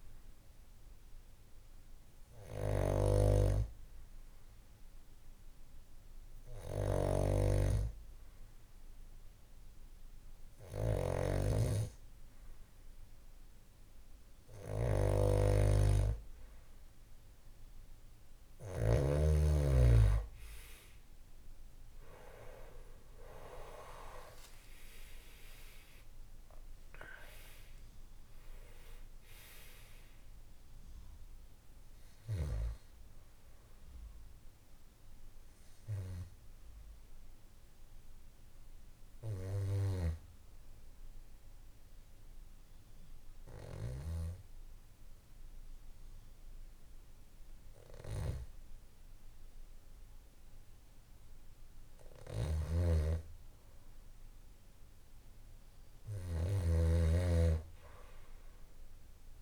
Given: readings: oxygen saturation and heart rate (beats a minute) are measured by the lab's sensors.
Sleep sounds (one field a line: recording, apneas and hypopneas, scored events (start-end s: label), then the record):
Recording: breathing in sleep by a room microphone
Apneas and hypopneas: 2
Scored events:
0.00-1.00 s: arousal
4.00-16.50 s: obstructive apnea (oxygen 92% before, 89% lowest, heart rate 61 before, 57 extreme, up 7 after)
6.50-11.00 s: snoring (device-marked)
22.50-27.50 s: arousal
35.00-51.50 s: obstructive apnea (oxygen 94% before, 91% lowest, heart rate 65 before, 56 extreme, up 2 after)
52.00-59.42 s: snoring (device-marked)
53.50-57.50 s: arousal
From the record:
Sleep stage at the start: N2 (light sleep)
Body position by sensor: on the back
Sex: male